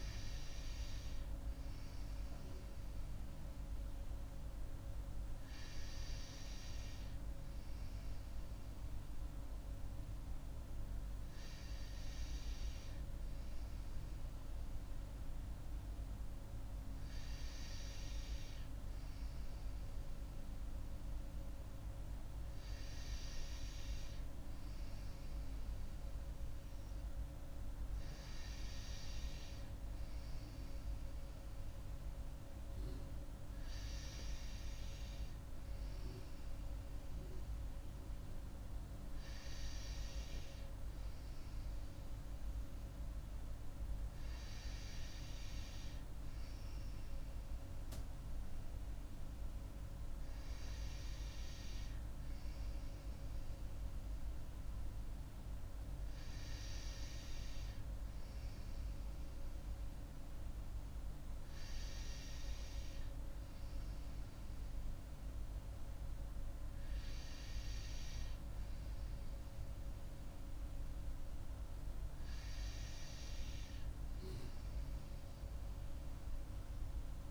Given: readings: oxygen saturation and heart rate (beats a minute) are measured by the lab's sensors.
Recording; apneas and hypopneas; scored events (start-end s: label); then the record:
breathing in sleep, hard to hear, by a room microphone; none
none scored
From the record:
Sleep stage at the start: N2 (light sleep); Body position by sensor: on the right side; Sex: female